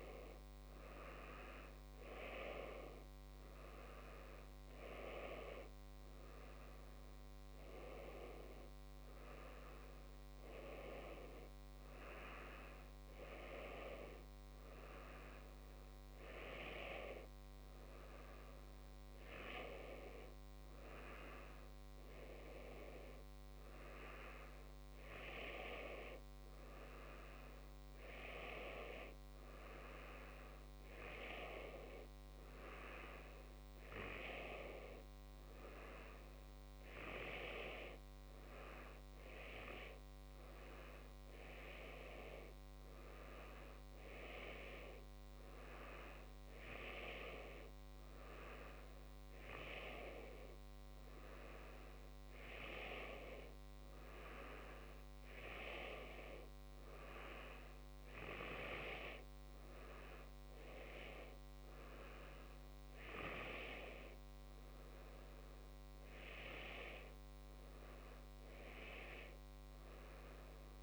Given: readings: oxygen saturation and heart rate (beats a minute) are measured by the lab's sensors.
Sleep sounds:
breathing in sleep by a microphone on the trachea; none
none scored
From the record:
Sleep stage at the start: N2 (light sleep); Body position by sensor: on the back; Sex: male

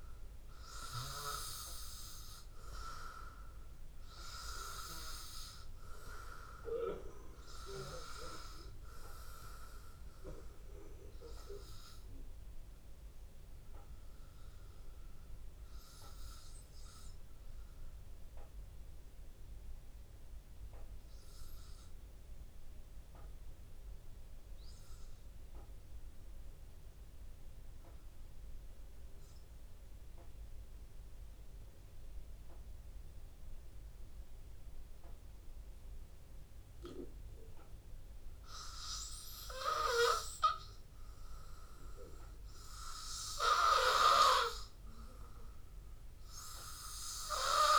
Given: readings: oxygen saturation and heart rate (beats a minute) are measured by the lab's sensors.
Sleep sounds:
breathing in sleep by a room microphone; 1
0.00-21.00 s: oxygen desaturation (device-marked, oxygen 92% lowest, heart rate 72 extreme)
11.50-39.00 s: obstructive apnea (oxygen 97% before, 92% lowest, heart rate 84 before, 72 extreme, up 4 after)
41.50-45.50 s: arousal
From the record:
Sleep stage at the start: N2 (light sleep); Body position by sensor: on the back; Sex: male

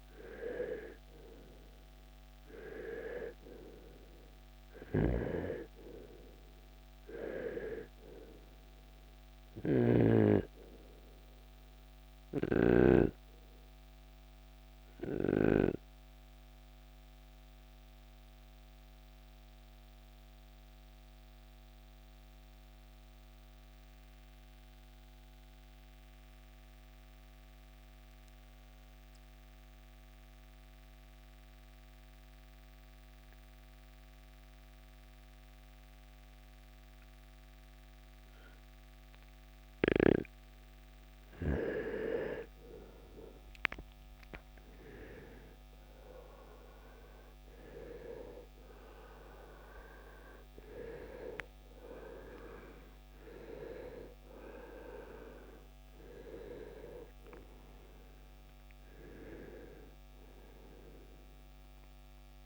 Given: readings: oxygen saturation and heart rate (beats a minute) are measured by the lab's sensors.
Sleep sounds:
breathing in sleep by a microphone on the trachea; 1
0.00-2.00 s: arousal
0.50-32.50 s: oxygen desaturation (device-marked, oxygen 97% before, 87% lowest, heart rate 65 before, 48 extreme)
13.00-40.00 s: obstructive apnea (oxygen 97% before, 82% lowest, heart rate 64 before, 48 extreme, up 14 after)
33.50-62.45 s: new sleep stage, N2 (light sleep)
41.50-47.00 s: arousal
From the record:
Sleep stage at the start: REM sleep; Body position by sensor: on the right side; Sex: male

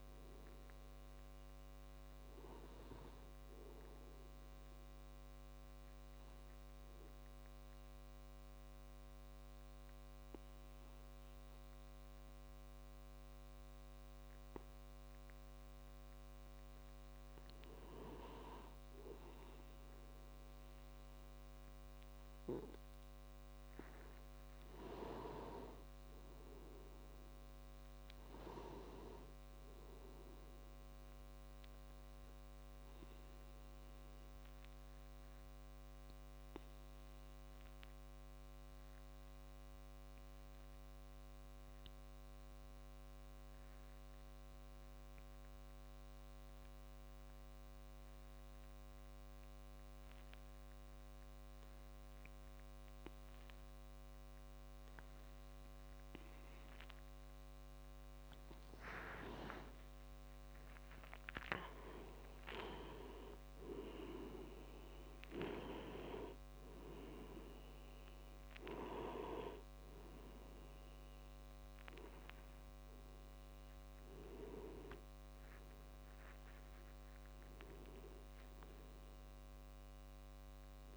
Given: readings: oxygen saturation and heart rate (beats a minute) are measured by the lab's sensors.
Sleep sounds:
breathing in sleep by a microphone on the trachea; 2
0.00-15.50 s: oxygen desaturation (device-marked, oxygen 89% lowest)
6.00-16.50 s: obstructive apnea (oxygen 98% before, 88% lowest)
19.00-23.00 s: arousal
33.00-58.50 s: obstructive apnea (oxygen 98% before, 88% lowest)
58.50-80.97 s: oxygen desaturation (device-marked, oxygen 96% before, 88% lowest)
59.50-63.50 s: arousal
From the record:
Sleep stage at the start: N2 (light sleep); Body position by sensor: on the back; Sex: male

